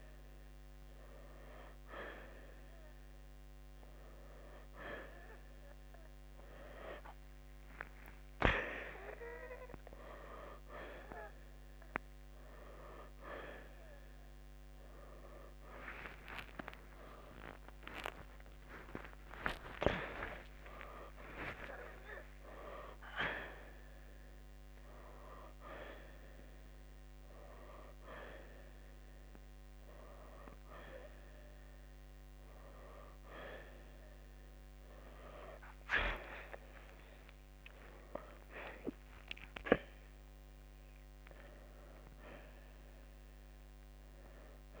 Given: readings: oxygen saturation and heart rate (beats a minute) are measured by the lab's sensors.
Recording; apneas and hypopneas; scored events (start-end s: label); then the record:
a person awake in a sleep study, by a microphone on the trachea; none
7.00-14.00 s: oxygen desaturation (device-marked, oxygen 95% before, 90% lowest, heart rate 70 before, 88 extreme)
16.50-21.00 s: arousal
From the record:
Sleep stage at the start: awake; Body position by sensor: on the right side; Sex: male